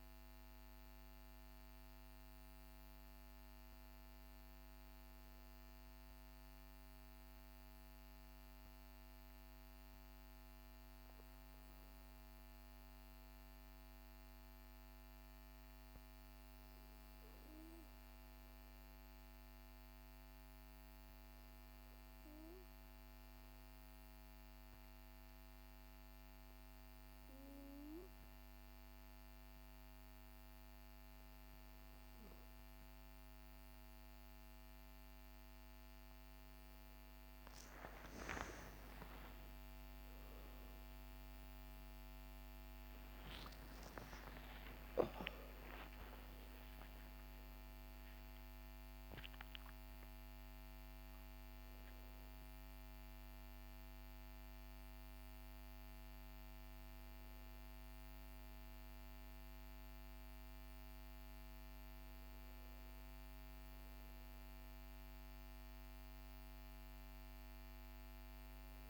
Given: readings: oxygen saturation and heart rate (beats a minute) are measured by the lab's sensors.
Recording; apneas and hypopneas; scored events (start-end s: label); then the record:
breathing in sleep by a microphone on the trachea; 1
17.00-29.00 s: hypopnea (oxygen 98% before, 96% lowest, heart rate 59 before, 48 extreme, up 12 after)
36.00-66.00 s: new sleep stage, N1 (lightest sleep)
37.50-44.50 s: arousal
66.00-68.90 s: new sleep stage, N2 (light sleep)
From the record:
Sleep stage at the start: N2 (light sleep); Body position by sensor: on the back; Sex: male